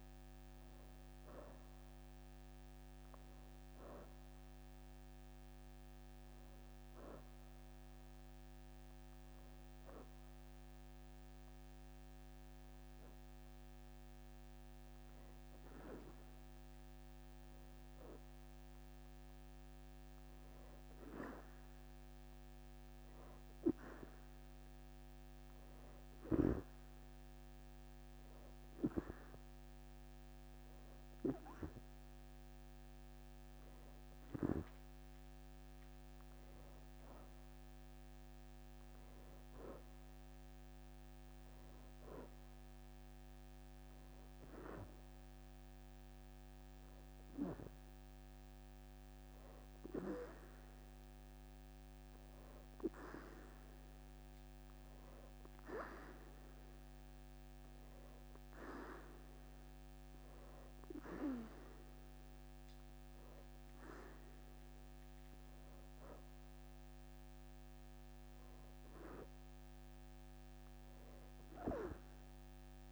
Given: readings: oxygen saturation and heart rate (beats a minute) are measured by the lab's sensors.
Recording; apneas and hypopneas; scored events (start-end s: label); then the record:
breathing in sleep by a microphone on the trachea; 2
0.00-2.00 s: arousal
0.00-18.50 s: oxygen desaturation (device-marked, oxygen 85% lowest, heart rate 77 extreme)
23.00-34.00 s: hypopnea (oxygen 95% before, 89% lowest, heart rate 79 before, 79 extreme, up 3 after)
36.00-39.50 s: arousal
51.50-64.00 s: hypopnea (oxygen 95% before, 88% lowest, heart rate 81 before, 71 extreme, up 2 after)
61.50-72.92 s: oxygen desaturation (device-marked, oxygen 93% before, 89% lowest, heart rate 81 before, 71 extreme)
65.50-69.00 s: arousal
From the record:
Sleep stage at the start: N2 (light sleep); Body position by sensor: on the back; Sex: female